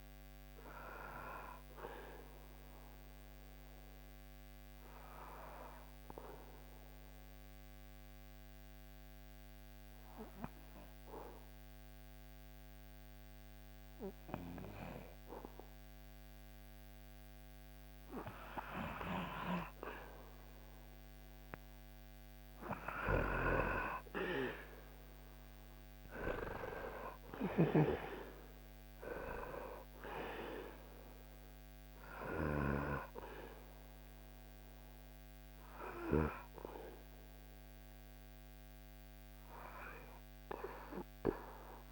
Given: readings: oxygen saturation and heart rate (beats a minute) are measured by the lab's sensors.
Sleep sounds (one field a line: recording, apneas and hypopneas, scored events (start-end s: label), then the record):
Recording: breathing in sleep by a microphone on the trachea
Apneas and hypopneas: 1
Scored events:
0.50-21.50 s: obstructive apnea (oxygen 98% before, 95% lowest, heart rate 71 before, 62 extreme, up 8 after)
24.50-30.00 s: arousal
From the record:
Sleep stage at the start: N2 (light sleep)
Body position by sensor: on the back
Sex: male